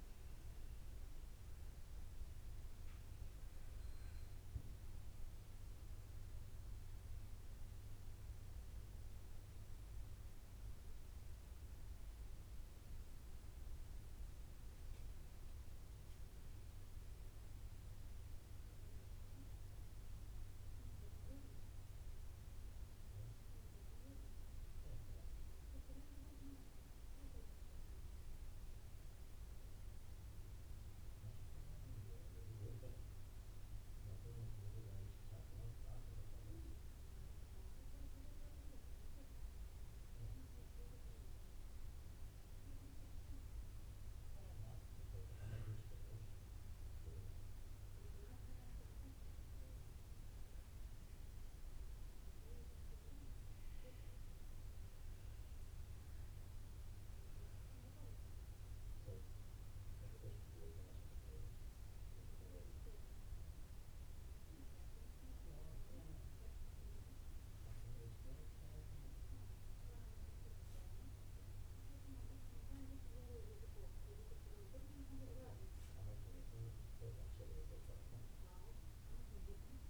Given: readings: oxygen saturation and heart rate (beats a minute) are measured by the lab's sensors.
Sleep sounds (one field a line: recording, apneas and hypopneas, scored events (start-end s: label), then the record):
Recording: a person awake in a sleep study, by a room microphone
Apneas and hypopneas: none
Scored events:
49.50-79.90 s: new sleep stage, N1 (lightest sleep)
From the record:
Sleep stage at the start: awake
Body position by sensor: on the right side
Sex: male